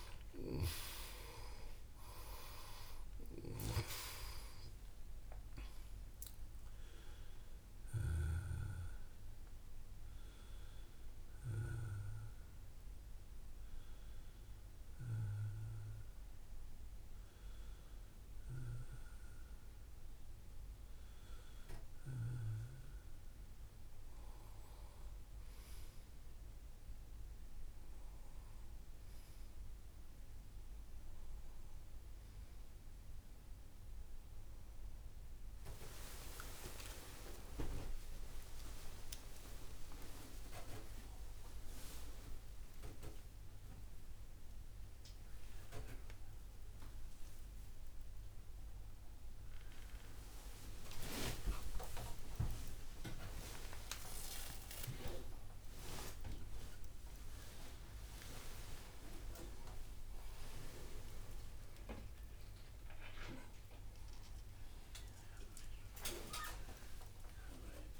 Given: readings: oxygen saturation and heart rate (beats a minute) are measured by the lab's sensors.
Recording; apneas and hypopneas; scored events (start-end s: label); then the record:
a person awake in a sleep study, by a room microphone; none
31.50-68.00 s: new sleep stage, awake
From the record:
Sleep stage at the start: N2 (light sleep); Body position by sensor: on the right side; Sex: male